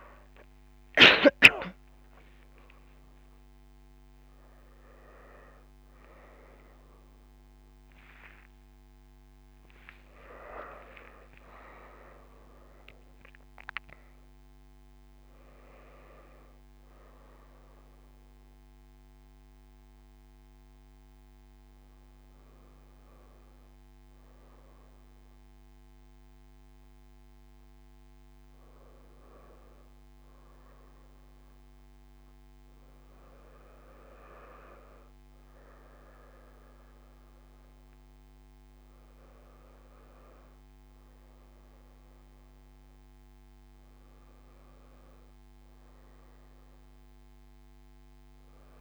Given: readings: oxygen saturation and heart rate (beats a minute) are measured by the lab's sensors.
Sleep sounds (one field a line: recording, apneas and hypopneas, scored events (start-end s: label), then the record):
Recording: a person awake in a sleep study, by a microphone on the trachea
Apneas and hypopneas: none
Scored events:
30.50-48.81 s: new sleep stage, N1 (lightest sleep)
34.50-48.81 s: oxygen desaturation (device-marked, oxygen 97% before, 93% lowest)
From the record:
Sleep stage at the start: awake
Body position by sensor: on the back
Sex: female